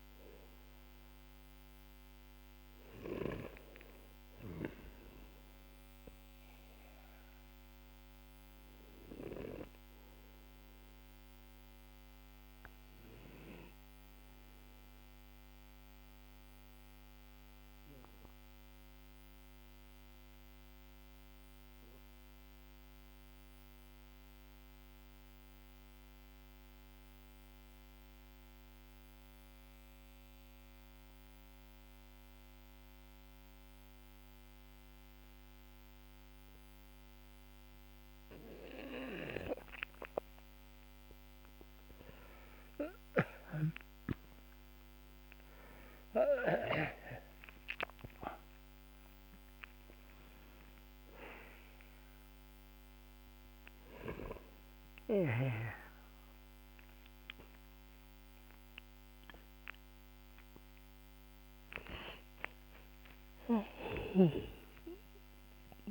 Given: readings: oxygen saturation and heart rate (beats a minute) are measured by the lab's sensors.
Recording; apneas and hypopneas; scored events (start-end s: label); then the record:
breathing in sleep by a microphone on the trachea; 1
0.00-20.50 s: oxygen desaturation (device-marked, oxygen 90% lowest, heart rate 45 extreme)
4.50-47.50 s: obstructive apnea (oxygen 98% before, 90% lowest, heart rate 65 before, 52 extreme, up 9 after)
44.50-65.91 s: oxygen desaturation (device-marked, oxygen 99% before, 91% lowest, heart rate 62 before, 47 extreme)
62.00-65.91 s: arousal
From the record:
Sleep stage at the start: N2 (light sleep); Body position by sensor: on the back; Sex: male